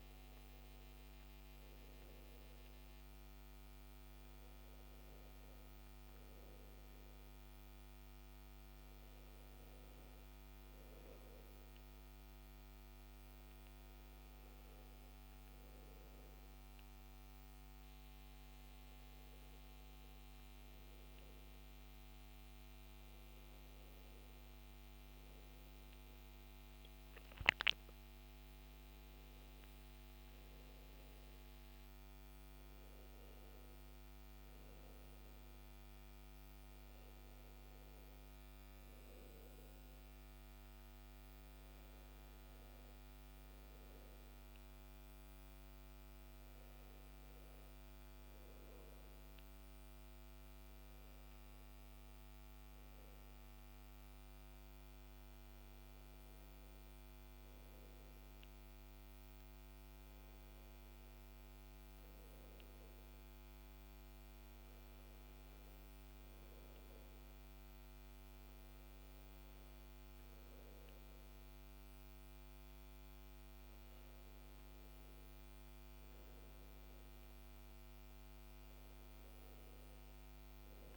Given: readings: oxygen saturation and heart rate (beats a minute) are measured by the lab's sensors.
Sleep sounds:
breathing in sleep, hard to hear, by a microphone on the trachea; none
none scored
From the record:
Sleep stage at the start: N2 (light sleep); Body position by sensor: on the back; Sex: male

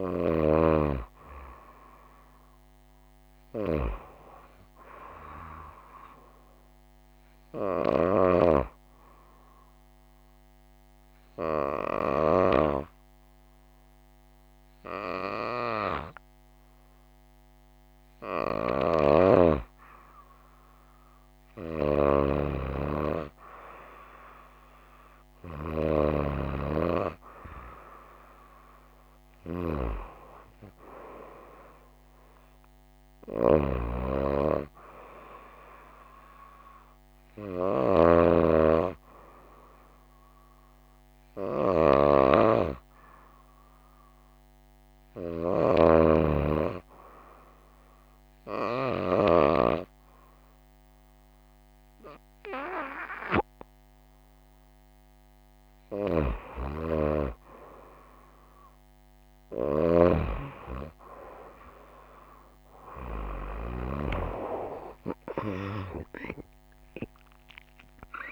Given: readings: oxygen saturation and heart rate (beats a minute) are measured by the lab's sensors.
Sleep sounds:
breathing in sleep by a microphone on the trachea; 2
8.00-20.50 s: hypopnea (oxygen 96% before, 94% lowest, heart rate 58 before, 53 extreme, up 4 after)
26.50-30.50 s: arousal
41.00-55.00 s: hypopnea (oxygen 96% before, 94% lowest, heart rate 58 before, 55 extreme, up 4 after)
64.50-68.32 s: arousal
From the record:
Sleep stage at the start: N2 (light sleep); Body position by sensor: on the right side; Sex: female

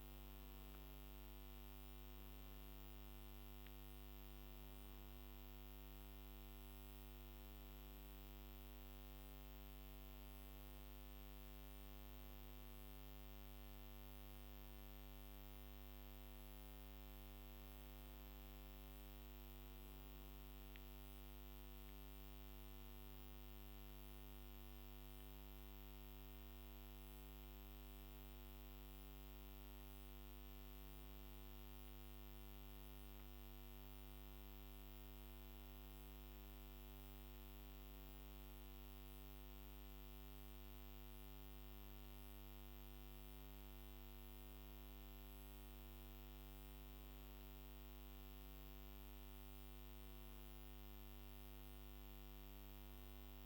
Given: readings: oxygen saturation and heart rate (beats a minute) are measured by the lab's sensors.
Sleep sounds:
a person awake in a sleep study, hard to hear, by a microphone on the trachea; none
none scored
From the record:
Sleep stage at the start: awake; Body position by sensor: on the back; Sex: male

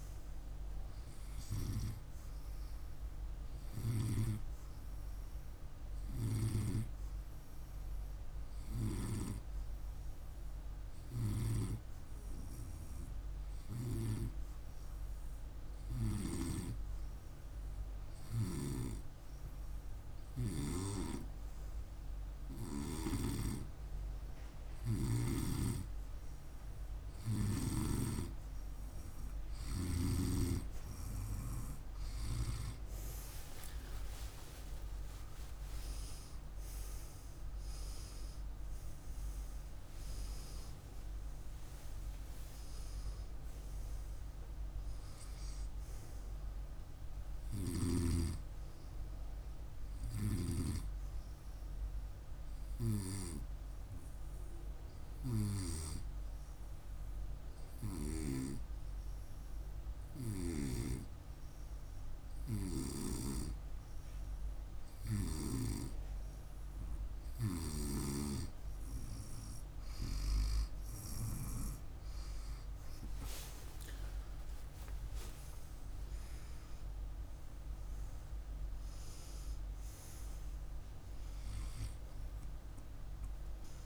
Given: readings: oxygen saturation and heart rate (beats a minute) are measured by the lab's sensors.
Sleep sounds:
breathing in sleep by a room microphone; 2
4.00-27.50 s: hypopnea (oxygen 98% before, 95% lowest, heart rate 55 before, 50 extreme, up 27 after)
17.50-22.50 s: snoring (device-marked)
33.00-38.50 s: arousal
52.00-68.00 s: hypopnea (oxygen 97% before, 91% lowest, heart rate 61 before, 50 extreme, up 46 after)
72.50-77.50 s: arousal
From the record:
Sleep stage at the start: N2 (light sleep); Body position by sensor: on the right side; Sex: male

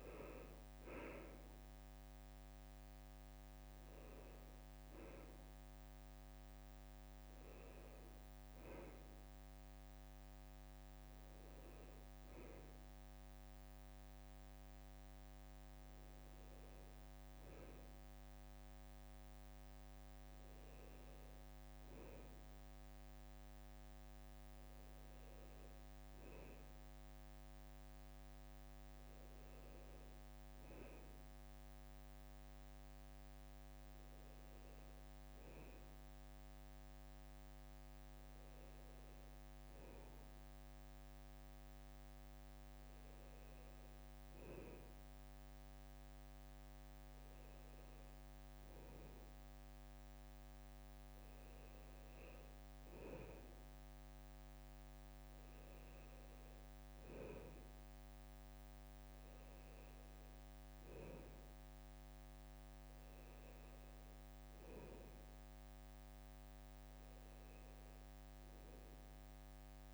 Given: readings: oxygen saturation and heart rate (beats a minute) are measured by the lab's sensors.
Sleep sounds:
a person awake in a sleep study, by a microphone on the trachea; none
none scored
From the record:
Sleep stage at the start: awake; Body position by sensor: on the right side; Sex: male

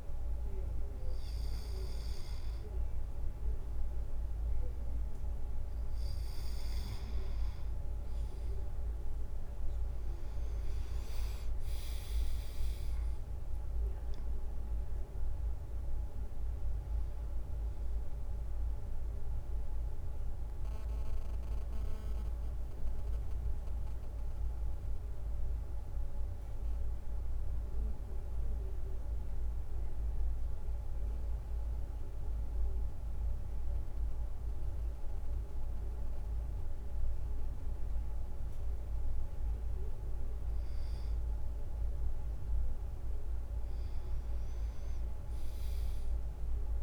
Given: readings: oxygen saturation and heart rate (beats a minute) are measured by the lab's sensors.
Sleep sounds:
breathing in sleep, hard to hear, by a room microphone; 1
8.50-12.50 s: leg movement (device-marked)
11.00-15.50 s: arousal
13.00-28.00 s: drop in pulse transit time (device-marked, heart rate 58 before, 56 extreme)
28.50-41.50 s: mixed apnea (oxygen 97% before, 96% lowest, heart rate 59 before, 55 extreme, up 2 after)
44.50-46.82 s: arousal
45.50-46.82 s: leg movement (device-marked)
From the record:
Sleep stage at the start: N2 (light sleep); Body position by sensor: on the back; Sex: male

